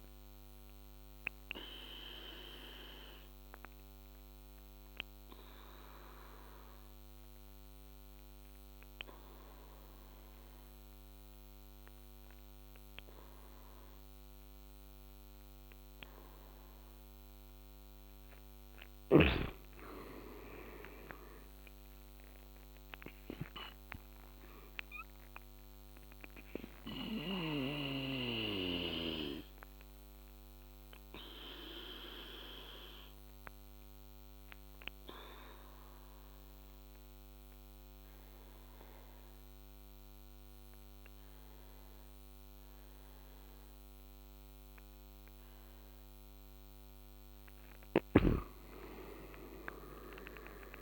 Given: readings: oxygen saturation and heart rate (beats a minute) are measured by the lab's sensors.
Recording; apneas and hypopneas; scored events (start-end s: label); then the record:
breathing in sleep by a microphone on the trachea; 2
0.50-17.00 s: obstructive apnea (oxygen 100% before, 82% lowest, heart rate 72 before, 68 extreme, up 13 after)
4.00-20.00 s: oxygen desaturation (device-marked, oxygen 100% before, 82% lowest, heart rate 73 before, 68 extreme)
19.00-23.50 s: arousal
30.50-46.50 s: obstructive apnea (oxygen 99% before, 87% lowest, heart rate 82 before, 68 extreme, up 14 after)
31.00-49.00 s: oxygen desaturation (device-marked, oxygen 99% before, 87% lowest, heart rate 82 before, 68 extreme)
47.50-50.50 s: arousal
47.50-50.82 s: snoring (device-marked)
From the record:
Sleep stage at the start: N2 (light sleep); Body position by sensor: on the back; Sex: male